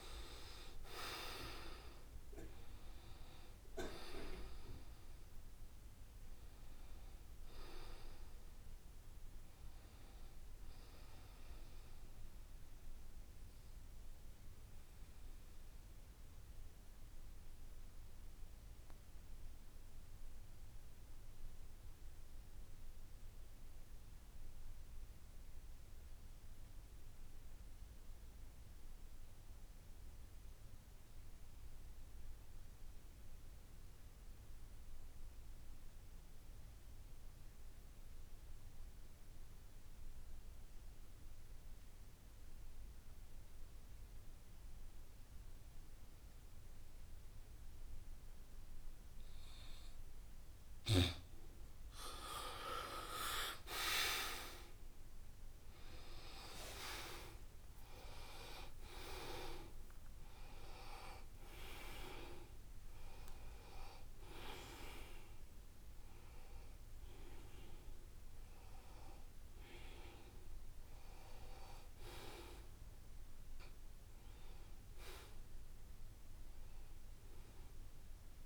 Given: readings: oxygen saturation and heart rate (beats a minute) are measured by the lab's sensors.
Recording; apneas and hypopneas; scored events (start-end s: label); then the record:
breathing in sleep by a room microphone; 1
0.00-20.00 s: oxygen desaturation (device-marked, oxygen 81% lowest, heart rate 67 extreme)
14.00-50.00 s: obstructive apnea (oxygen 91% before, 81% lowest, heart rate 73 before, 69 extreme, up 11 after)
38.00-78.46 s: oxygen desaturation (device-marked, oxygen 97% before, 81% lowest, heart rate 71 before, 65 extreme)
53.00-56.00 s: arousal
56.00-58.00 s: long interval between heartbeats (device-marked, heart rate 72 before, 82 extreme)
From the record:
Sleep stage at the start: N2 (light sleep); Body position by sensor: on the back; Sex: male